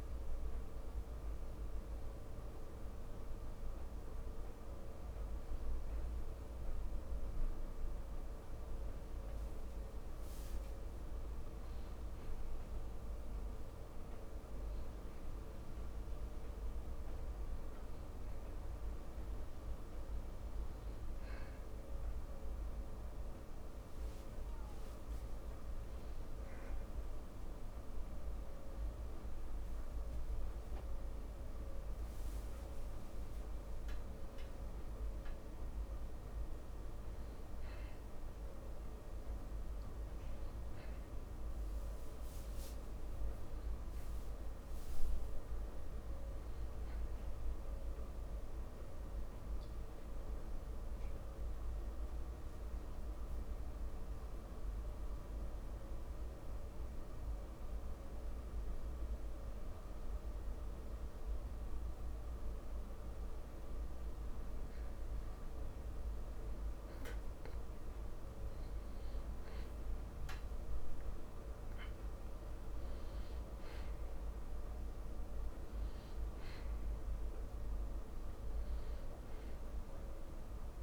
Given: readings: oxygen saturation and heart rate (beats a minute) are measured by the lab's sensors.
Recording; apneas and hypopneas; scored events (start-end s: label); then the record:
a person partly awake in a sleep study, hard to hear, by a room microphone; 1
22.00-80.83 s: new sleep stage, N2 (light sleep)
47.50-62.50 s: obstructive apnea (oxygen 96% before, 91% lowest)
68.00-72.00 s: arousal
71.00-80.83 s: oxygen desaturation (device-marked, oxygen 96% before, 91% lowest)
From the record:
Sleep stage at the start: awake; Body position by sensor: on the back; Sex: male